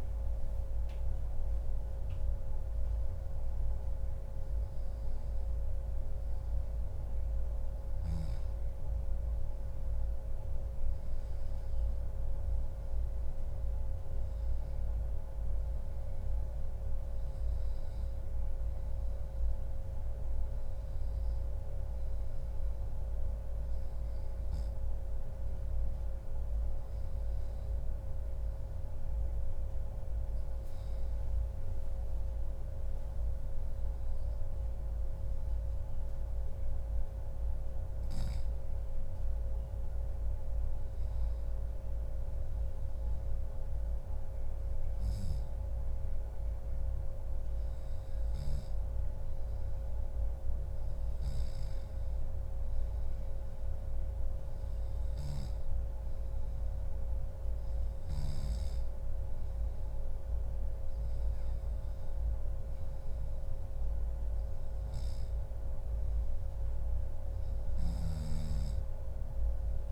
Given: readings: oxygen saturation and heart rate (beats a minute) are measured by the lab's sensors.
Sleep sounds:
breathing in sleep, hard to hear, by a room microphone; none
none scored
From the record:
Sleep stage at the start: N2 (light sleep); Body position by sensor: on the back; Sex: male

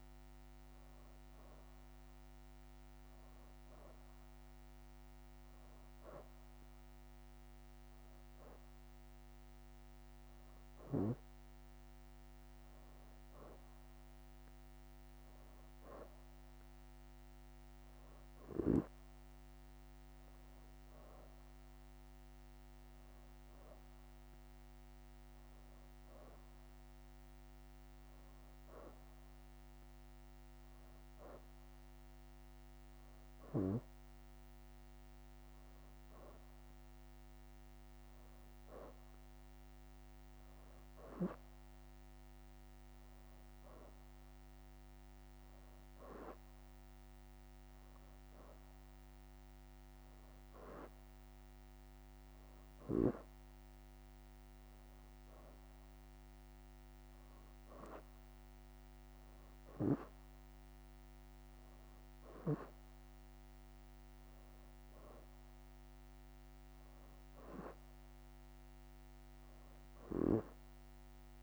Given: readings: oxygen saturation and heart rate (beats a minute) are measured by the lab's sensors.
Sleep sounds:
breathing in sleep by a microphone on the trachea; none
0.00-3.50 s: leg movement (device-marked)
19.50-20.50 s: leg movement (device-marked)
20.00-29.00 s: oxygen desaturation (device-marked, oxygen 92% before, 89% lowest, heart rate 86 before, 86 extreme)
33.50-34.50 s: leg movement (device-marked)
35.50-39.50 s: leg movement (device-marked)
40.50-42.00 s: leg movement (device-marked)
46.50-51.00 s: leg movement (device-marked)
53.50-54.50 s: leg movement (device-marked)
From the record:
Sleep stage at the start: N2 (light sleep); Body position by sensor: on the back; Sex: female

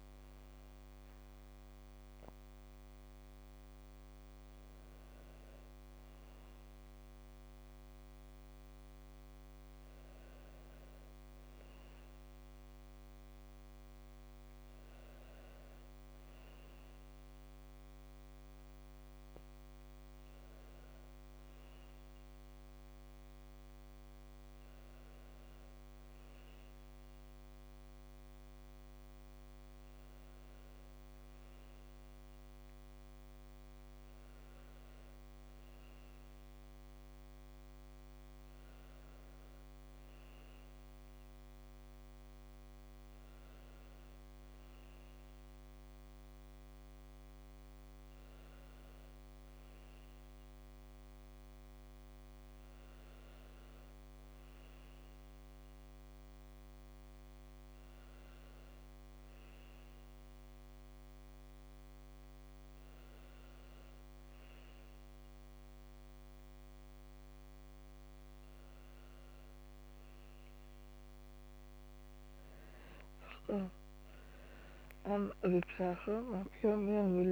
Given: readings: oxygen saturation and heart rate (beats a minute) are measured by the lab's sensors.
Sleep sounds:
a person awake in a sleep study, hard to hear, by a microphone on the trachea; none
none scored
From the record:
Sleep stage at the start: awake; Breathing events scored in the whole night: 246 in 3.3 hours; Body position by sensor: on the back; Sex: female

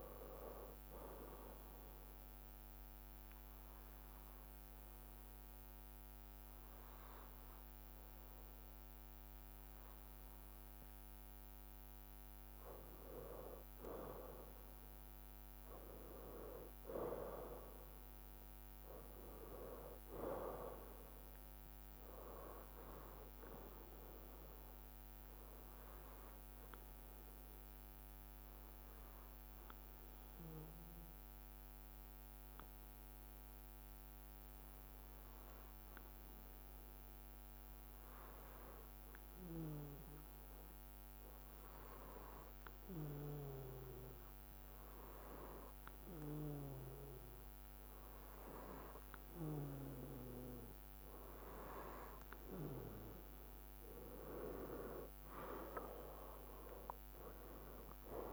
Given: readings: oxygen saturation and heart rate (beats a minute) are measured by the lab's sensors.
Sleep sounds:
breathing in sleep by a microphone on the trachea; 2
0.50-12.00 s: obstructive apnea (oxygen 97% before, 94% lowest, heart rate 67 before, 59 extreme, up 3 after)
14.00-17.50 s: arousal
24.50-27.50 s: bradycardia (device-marked, heart rate 62 before, 61 extreme)
26.00-51.00 s: obstructive apnea (oxygen 97% before, 94% lowest, heart rate 66 before, 59 extreme, up 8 after)
43.50-45.50 s: bradycardia (device-marked, heart rate 62 before, 61 extreme)
55.00-58.33 s: arousal
From the record:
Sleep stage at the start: N2 (light sleep); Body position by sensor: on the right side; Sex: male

